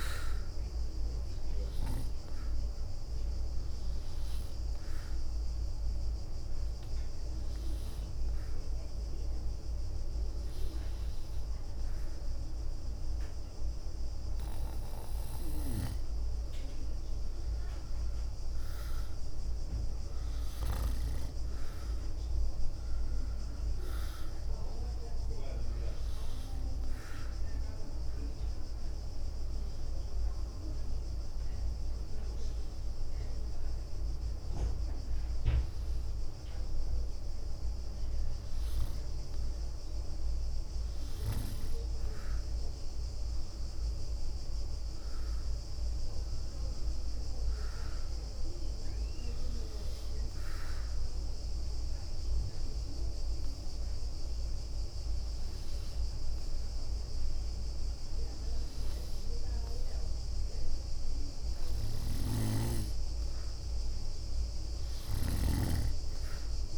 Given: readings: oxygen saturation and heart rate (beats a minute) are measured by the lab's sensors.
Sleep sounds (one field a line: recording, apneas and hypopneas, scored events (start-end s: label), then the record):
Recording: breathing in sleep by a room microphone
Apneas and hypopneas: 3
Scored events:
1.50-12.00 s: obstructive apnea (oxygen 95% before, 89% lowest, heart rate 72 before, 65 extreme, up 4 after)
16.50-20.00 s: arousal
20.50-39.50 s: oxygen desaturation (device-marked, oxygen 94% before, 89% lowest, heart rate 71 before, 65 extreme)
27.00-39.00 s: obstructive apnea (oxygen 95% before, 89% lowest, heart rate 72 before, 65 extreme, up 10 after)
34.00-35.50 s: leg movement (device-marked)
43.00-46.50 s: arousal
48.50-63.50 s: oxygen desaturation (device-marked, oxygen 95% before, 91% lowest, heart rate 69 before, 64 extreme)
50.00-61.50 s: obstructive apnea (oxygen 95% before, 89% lowest, heart rate 69 before, 64 extreme, up 7 after)
62.00-65.50 s: arousal
From the record:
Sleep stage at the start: N2 (light sleep)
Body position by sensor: on the back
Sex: female